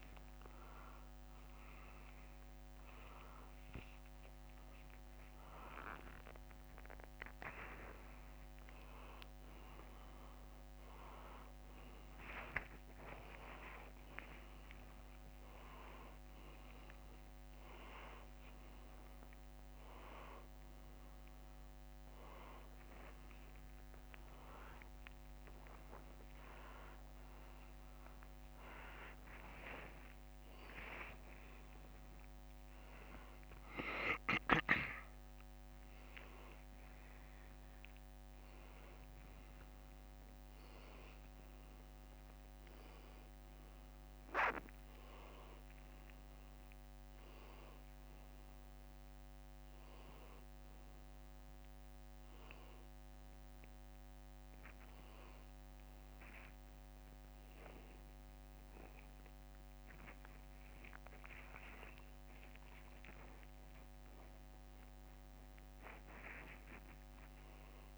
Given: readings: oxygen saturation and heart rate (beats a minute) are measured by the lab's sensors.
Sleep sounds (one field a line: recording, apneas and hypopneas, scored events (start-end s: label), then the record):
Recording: a person awake in a sleep study, by a microphone on the trachea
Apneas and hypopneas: none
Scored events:
0.00-4.50 s: tachycardia (device-marked, heart rate 103 extreme)
0.00-7.50 s: drop in pulse transit time (device-marked, heart rate 93 extreme)
1.50-3.50 s: long interval between heartbeats (device-marked, heart rate 100 before, 102 extreme)
12.50-18.50 s: tachycardia (device-marked, heart rate 91 before, 109 extreme)
14.50-16.50 s: long interval between heartbeats (device-marked, heart rate 95 before, 100 extreme)
20.50-31.50 s: drop in pulse transit time (device-marked, heart rate 99 before, 91 extreme)
45.50-55.50 s: oxygen desaturation (device-marked, oxygen 93% before, 90% lowest, heart rate 92 before, 83 extreme)
From the record:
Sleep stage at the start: awake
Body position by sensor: upright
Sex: male